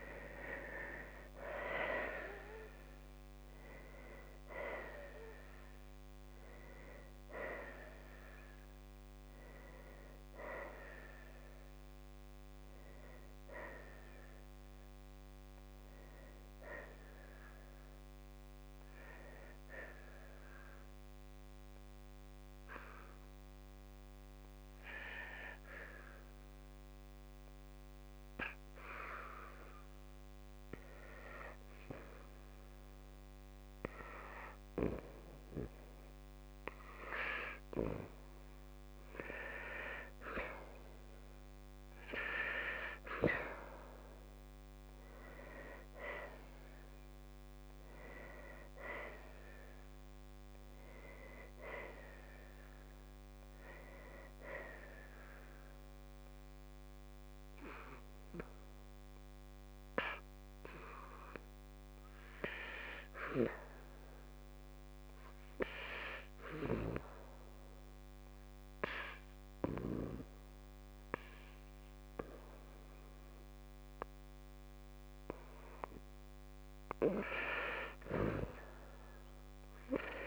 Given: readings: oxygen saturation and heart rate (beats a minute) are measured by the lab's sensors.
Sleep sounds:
breathing in sleep by a microphone on the trachea; 2
15.50-18.50 s: arousal
20.00-32.00 s: hypopnea (oxygen 95% before, 92% lowest, heart rate 65 before, 60 extreme, up 1 after)
30.50-40.50 s: oxygen desaturation (device-marked, oxygen 95% before, 92% lowest, heart rate 62 before, 61 extreme)
35.00-39.00 s: arousal
50.00-65.00 s: hypopnea (oxygen 97% before, 92% lowest, heart rate 62 before, 61 extreme, up 3 after)
53.50-75.50 s: oxygen desaturation (device-marked, oxygen 97% before, 93% lowest, heart rate 63 before, 61 extreme)
67.50-70.50 s: arousal
From the record:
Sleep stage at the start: N2 (light sleep); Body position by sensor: on the right side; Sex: female

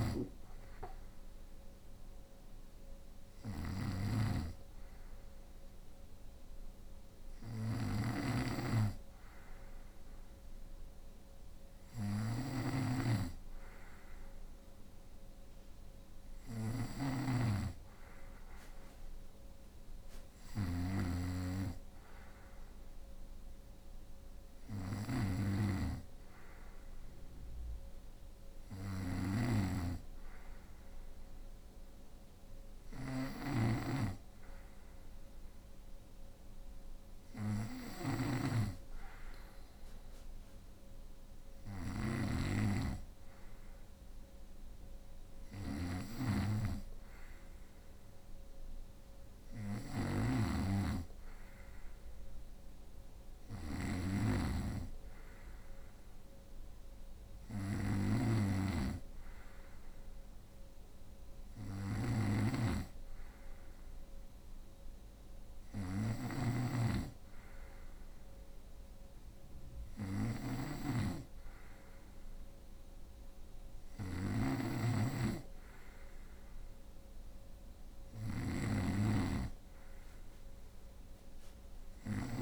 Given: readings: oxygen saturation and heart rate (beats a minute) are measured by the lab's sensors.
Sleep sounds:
breathing in sleep by a room microphone; none
0.00-82.42 s: snoring (device-marked)
From the record:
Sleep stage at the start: N2 (light sleep); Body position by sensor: on the right side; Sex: female

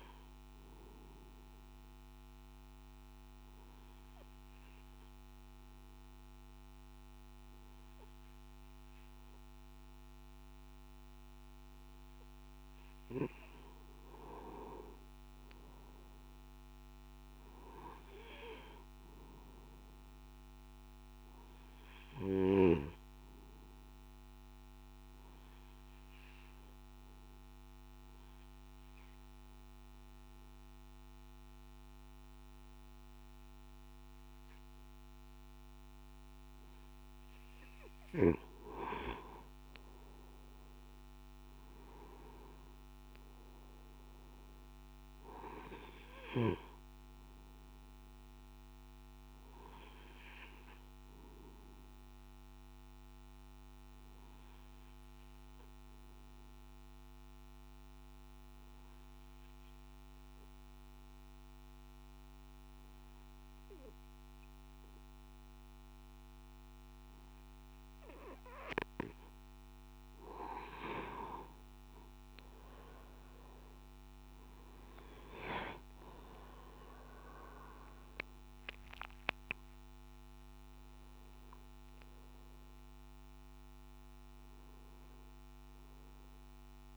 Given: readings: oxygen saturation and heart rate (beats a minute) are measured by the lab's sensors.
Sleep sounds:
breathing in sleep by a microphone on the trachea; 3
0.00-12.00 s: oxygen desaturation (device-marked, oxygen 93% lowest, heart rate 52 extreme)
3.00-13.50 s: obstructive apnea (oxygen 98% before, 92% lowest, heart rate 55 before, 52 extreme, up 8 after)
25.50-37.50 s: obstructive apnea (oxygen 97% before, 92% lowest, heart rate 55 before, 52 extreme, up 9 after)
48.00-67.00 s: oxygen desaturation (device-marked, oxygen 96% before, 92% lowest, heart rate 56 before, 52 extreme)
52.00-70.00 s: obstructive apnea (oxygen 96% before, 92% lowest, heart rate 56 before, 52 extreme, up 12 after)
77.00-86.97 s: oxygen desaturation (device-marked, oxygen 97% before, 92% lowest, heart rate 56 before, 54 extreme)
85.00-86.97 s: new sleep stage, N3 (deep sleep)
From the record:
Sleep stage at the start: N2 (light sleep); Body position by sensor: on the back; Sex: male

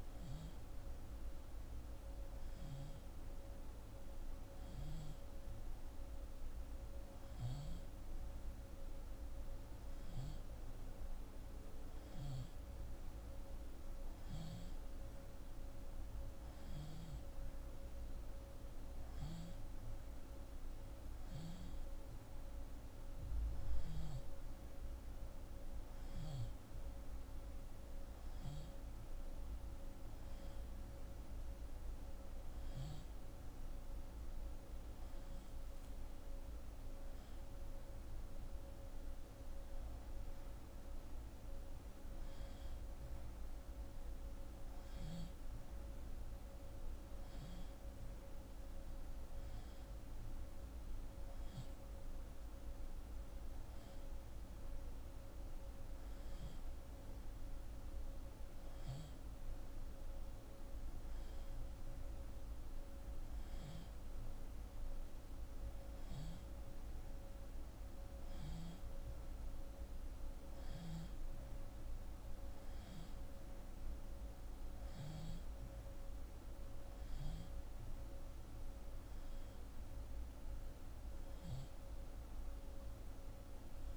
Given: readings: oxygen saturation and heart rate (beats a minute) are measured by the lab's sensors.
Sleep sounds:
breathing in sleep, hard to hear, by a room microphone; none
none scored
From the record:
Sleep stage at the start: N2 (light sleep); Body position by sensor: on the left side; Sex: female

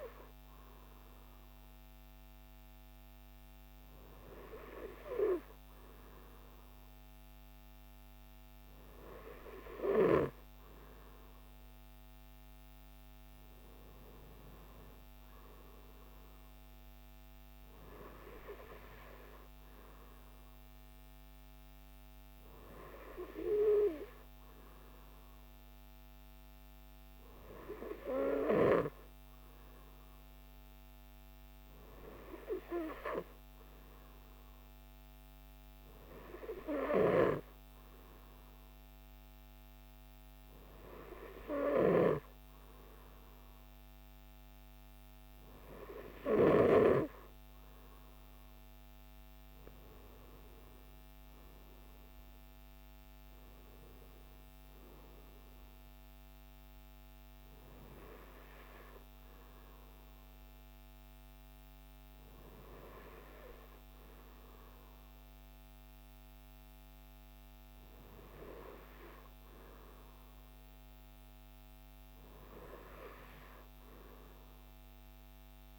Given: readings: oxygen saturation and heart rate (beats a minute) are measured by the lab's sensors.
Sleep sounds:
breathing in sleep by a microphone on the trachea; none
none scored
From the record:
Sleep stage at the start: N2 (light sleep); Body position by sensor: on the right side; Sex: male

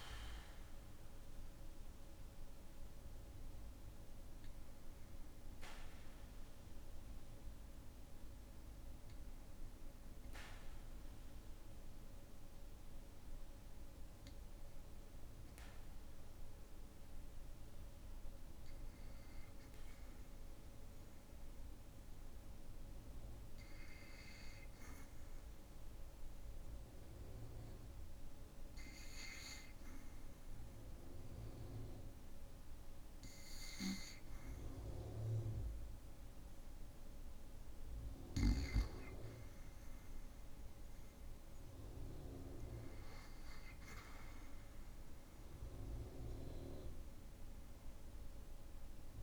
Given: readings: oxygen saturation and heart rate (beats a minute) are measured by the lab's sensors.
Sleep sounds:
breathing in sleep by a room microphone; 1
0.00-3.50 s: oxygen desaturation (device-marked, oxygen 94% lowest, heart rate 57 extreme)
18.00-21.50 s: arousal
24.00-38.00 s: hypopnea (oxygen 97% before, 96% lowest, heart rate 60 before, 55 extreme, up 0 after)
41.00-44.00 s: arousal
From the record:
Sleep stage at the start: N2 (light sleep); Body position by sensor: on the back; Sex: male

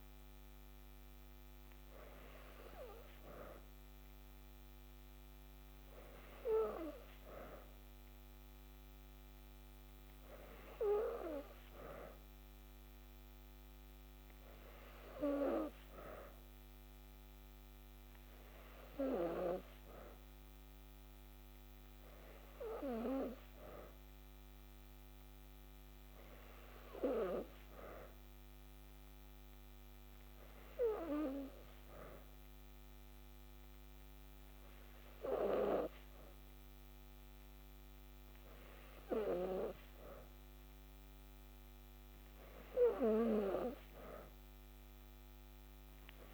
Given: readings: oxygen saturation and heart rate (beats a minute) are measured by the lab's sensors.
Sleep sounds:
breathing in sleep by a microphone on the trachea; none
none scored
From the record:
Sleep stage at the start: N2 (light sleep); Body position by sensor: on the back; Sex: female

